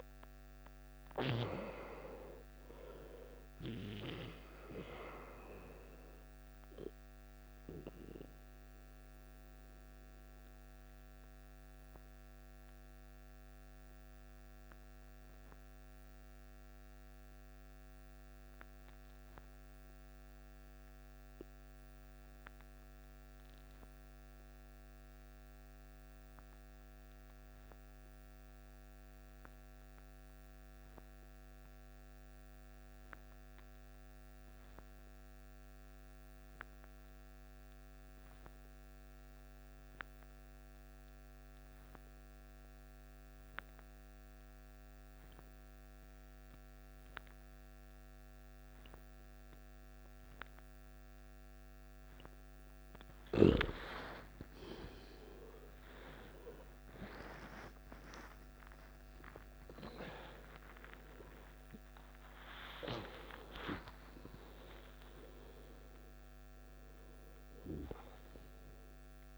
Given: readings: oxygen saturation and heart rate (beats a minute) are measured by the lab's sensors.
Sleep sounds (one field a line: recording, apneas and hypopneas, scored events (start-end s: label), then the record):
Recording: breathing in sleep by a microphone on the trachea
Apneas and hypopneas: 1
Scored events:
0.00-21.50 s: oxygen desaturation (device-marked, oxygen 89% lowest, heart rate 53 extreme)
9.00-52.50 s: obstructive apnea (oxygen 97% before, 88% lowest, heart rate 64 before, 53 extreme, up 16 after)
36.50-66.50 s: oxygen desaturation (device-marked, oxygen 98% before, 89% lowest, heart rate 54 before, 52 extreme)
54.50-59.50 s: arousal
54.50-69.38 s: new sleep stage, N1 (lightest sleep)
From the record:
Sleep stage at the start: N2 (light sleep)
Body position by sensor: on the back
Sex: male